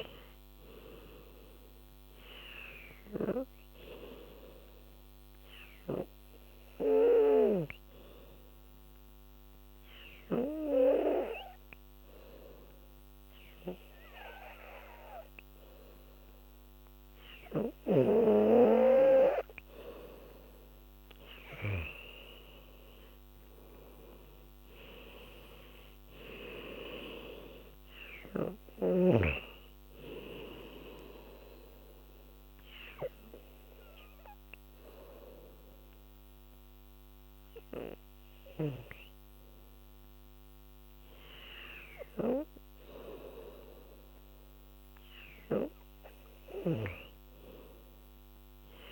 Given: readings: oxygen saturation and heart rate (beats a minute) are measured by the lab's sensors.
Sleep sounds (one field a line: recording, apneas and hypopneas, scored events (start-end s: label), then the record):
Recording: breathing in sleep by a microphone on the trachea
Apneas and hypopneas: 2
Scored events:
6.50-19.00 s: obstructive apnea (oxygen 95% before, 90% lowest, heart rate 80 before, 75 extreme, up 8 after)
21.00-41.00 s: oxygen desaturation (device-marked, oxygen 98% before, 90% lowest, heart rate 84 before, 75 extreme)
22.50-25.50 s: arousal
31.00-41.50 s: obstructive apnea (oxygen 98% before, 89% lowest, heart rate 85 before, 75 extreme, up 5 after)
43.50-47.00 s: arousal
From the record:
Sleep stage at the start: N2 (light sleep)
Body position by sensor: on the back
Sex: female